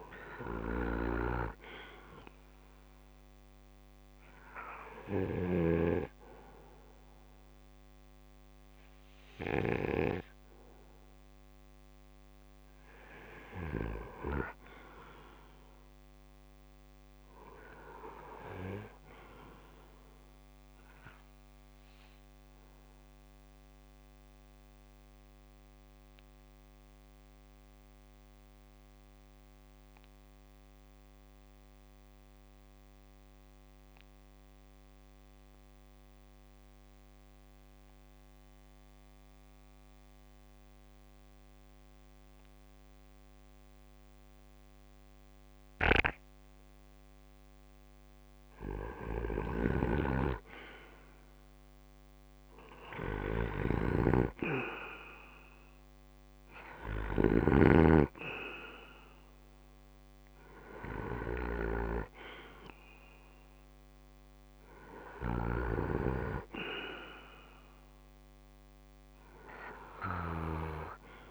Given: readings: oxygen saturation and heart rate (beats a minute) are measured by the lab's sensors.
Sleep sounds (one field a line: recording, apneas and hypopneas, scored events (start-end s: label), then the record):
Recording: breathing in sleep by a microphone on the trachea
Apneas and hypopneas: 1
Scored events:
0.00-13.50 s: snoring (device-marked)
0.00-21.00 s: oxygen desaturation (device-marked, oxygen 85% lowest, heart rate 66 extreme)
23.50-47.50 s: obstructive apnea (oxygen 96% before, 83% lowest, heart rate 67 before, 67 extreme, up 2 after)
45.00-71.31 s: snoring (device-marked)
48.00-71.31 s: oxygen desaturation (device-marked, oxygen 95% before, 83% lowest, heart rate 68 before, 65 extreme)
50.50-54.00 s: arousal
From the record:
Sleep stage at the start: REM sleep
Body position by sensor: on the back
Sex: male